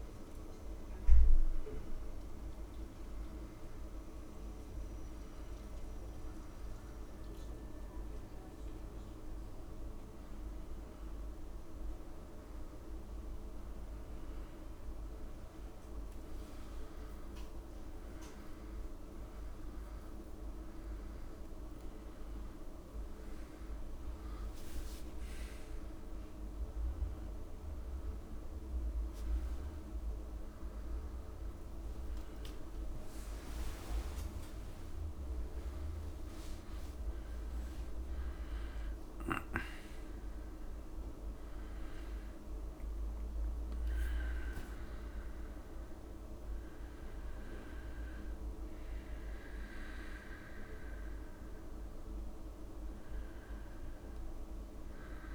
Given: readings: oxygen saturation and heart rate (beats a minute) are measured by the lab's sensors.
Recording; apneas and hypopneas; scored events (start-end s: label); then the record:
breathing in sleep, hard to hear, by a room microphone; 1
3.00-14.50 s: hypopnea (oxygen 97% before, 93% lowest, heart rate 81 before, 80 extreme, up 1 after)
24.50-26.50 s: long interval between heartbeats (device-marked, heart rate 80 before, 90 extreme)
36.00-40.00 s: arousal
From the record:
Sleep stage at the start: N2 (light sleep); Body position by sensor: on the back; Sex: male